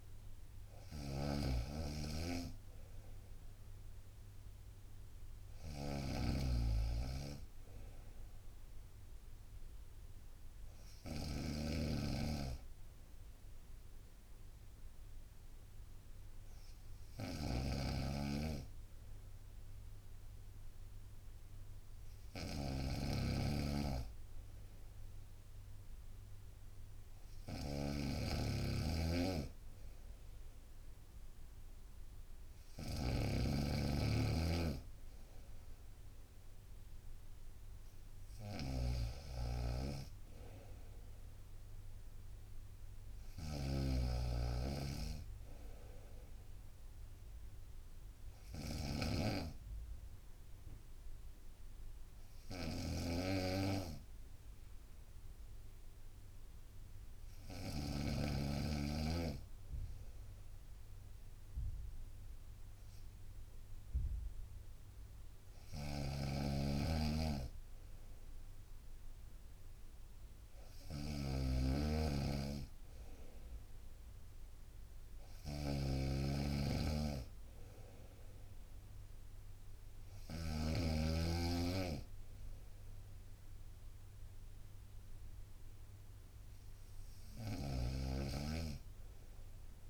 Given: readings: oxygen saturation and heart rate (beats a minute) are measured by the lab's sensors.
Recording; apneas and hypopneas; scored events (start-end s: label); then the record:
breathing in sleep by a room microphone; none
0.00-58.00 s: snoring (device-marked)
5.00-7.00 s: bradycardia (device-marked, heart rate 63 before, 60 extreme)
12.00-19.00 s: bradycardia (device-marked, heart rate 63 before, 59 extreme)
21.00-89.89 s: new sleep stage, N3 (deep sleep)
58.00-66.00 s: bradycardia (device-marked, heart rate 63 before, 58 extreme)
65.50-80.50 s: snoring (device-marked)
76.00-78.00 s: bradycardia (device-marked, heart rate 62 before, 61 extreme)
87.50-89.89 s: snoring (device-marked)
From the record:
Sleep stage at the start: N2 (light sleep); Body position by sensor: on the right side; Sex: female